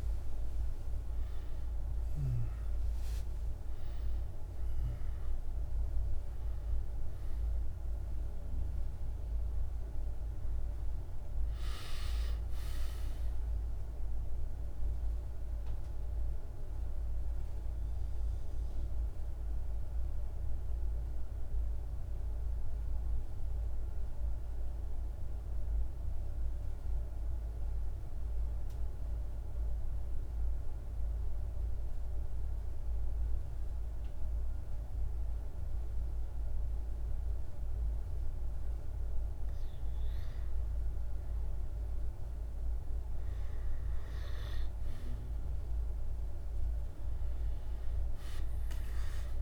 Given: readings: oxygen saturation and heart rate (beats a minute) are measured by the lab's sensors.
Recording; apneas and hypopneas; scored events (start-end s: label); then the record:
breathing in sleep, hard to hear, by a room microphone; 1
0.00-20.50 s: oxygen desaturation (device-marked, oxygen 93% lowest, heart rate 49 extreme)
14.00-39.50 s: mixed apnea (oxygen 97% before, 89% lowest, heart rate 57 before, 49 extreme, up 0 after)
21.50-49.42 s: new sleep stage, N2 (light sleep)
38.50-49.42 s: oxygen desaturation (device-marked, oxygen 98% before, 89% lowest, heart rate 50 before, 46 extreme)
42.00-45.00 s: arousal
From the record:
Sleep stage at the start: N1 (lightest sleep); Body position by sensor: on the back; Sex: male